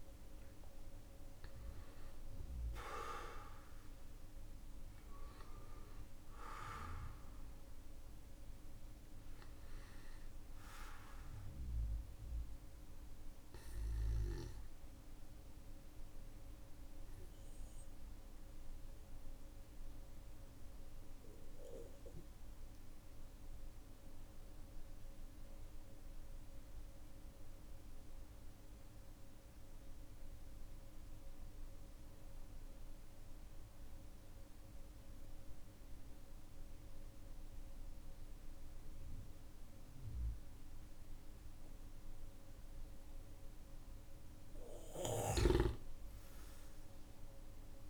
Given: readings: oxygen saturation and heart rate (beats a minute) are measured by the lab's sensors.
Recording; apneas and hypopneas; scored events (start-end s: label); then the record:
breathing in sleep by a room microphone; 1
0.00-7.00 s: oxygen desaturation (device-marked, oxygen 93% lowest, heart rate 46 extreme)
9.00-31.00 s: oxygen desaturation (device-marked, oxygen 95% before, 89% lowest, heart rate 58 before, 45 extreme)
12.50-41.50 s: obstructive apnea (oxygen 96% before, 89% lowest, heart rate 56 before, 41 extreme, up 10 after)
45.50-47.90 s: arousal
From the record:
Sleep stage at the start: N2 (light sleep); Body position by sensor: on the back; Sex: male